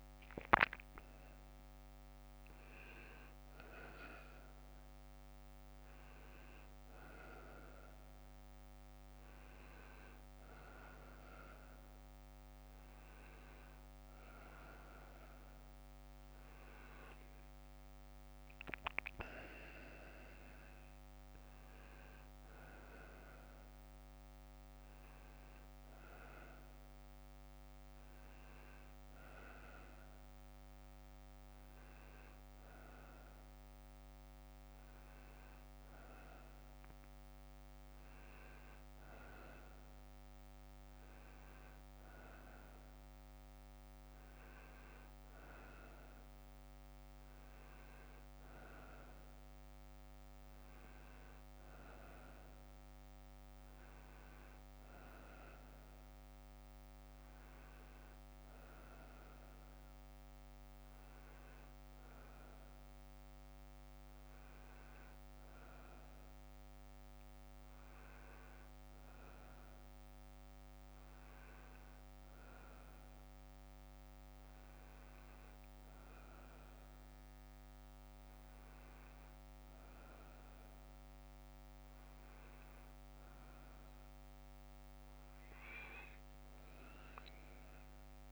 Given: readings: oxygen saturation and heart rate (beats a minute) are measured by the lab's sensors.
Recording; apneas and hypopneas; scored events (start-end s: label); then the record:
a person partly awake in a sleep study, by a microphone on the trachea; none
0.00-33.50 s: oxygen desaturation (device-marked, oxygen 91% lowest, heart rate 56 extreme)
11.50-16.50 s: bradycardia (device-marked, heart rate 77 before, 59 extreme)
13.50-88.32 s: new sleep stage, N1 (lightest sleep)
78.50-86.50 s: bradycardia (device-marked, heart rate 69 before, 54 extreme)
From the record:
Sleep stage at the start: awake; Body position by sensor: on the left side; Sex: male